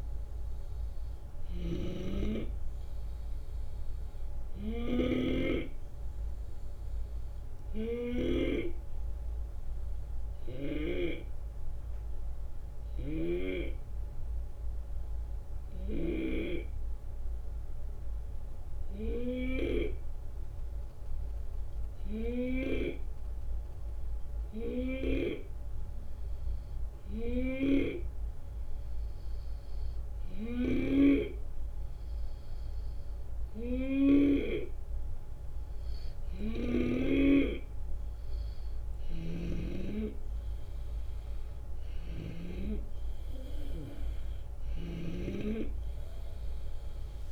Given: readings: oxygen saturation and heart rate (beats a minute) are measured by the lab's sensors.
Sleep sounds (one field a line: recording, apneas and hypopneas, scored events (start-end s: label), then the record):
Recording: breathing in sleep by a room microphone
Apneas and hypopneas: 1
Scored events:
0.00-8.50 s: snoring (device-marked)
9.00-28.00 s: hypopnea (oxygen 94% before, 87% lowest, heart rate 77 before, 69 extreme, up 6 after)
30.00-34.50 s: arousal
30.50-44.50 s: oxygen desaturation (device-marked, oxygen 92% before, 89% lowest, heart rate 71 before, 69 extreme)
39.00-42.50 s: snoring (device-marked)
40.50-47.32 s: drop in pulse transit time (device-marked, heart rate 73 before, 76 extreme)
44.50-47.32 s: snoring (device-marked)
From the record:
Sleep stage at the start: N2 (light sleep)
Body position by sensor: on the left side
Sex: male